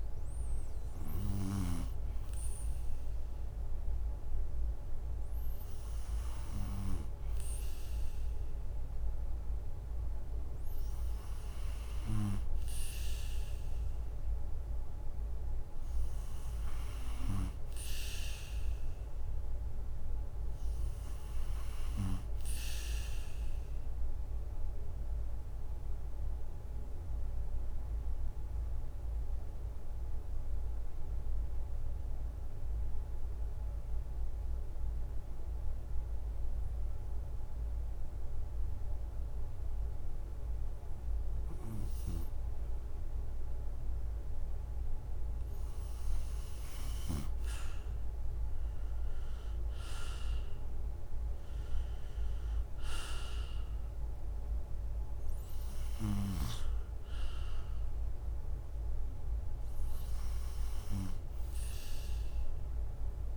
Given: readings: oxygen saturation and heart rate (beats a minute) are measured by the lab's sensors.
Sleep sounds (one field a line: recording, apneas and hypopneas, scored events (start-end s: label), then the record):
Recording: breathing in sleep by a room microphone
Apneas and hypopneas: 1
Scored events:
0.00-9.00 s: oxygen desaturation (device-marked, oxygen 89% lowest, heart rate 64 extreme)
13.50-17.50 s: arousal
23.50-43.00 s: mixed apnea (oxygen 93% before, 86% lowest, heart rate 70 before, 63 extreme, up 13 after)
48.00-51.50 s: arousal
52.00-63.37 s: drop in pulse transit time (device-marked, heart rate 68 before, 71 extreme)
54.00-63.37 s: oxygen desaturation (device-marked, oxygen 95% before, 86% lowest, heart rate 70 before, 68 extreme)
From the record:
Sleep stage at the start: N2 (light sleep)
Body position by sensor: on the right side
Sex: male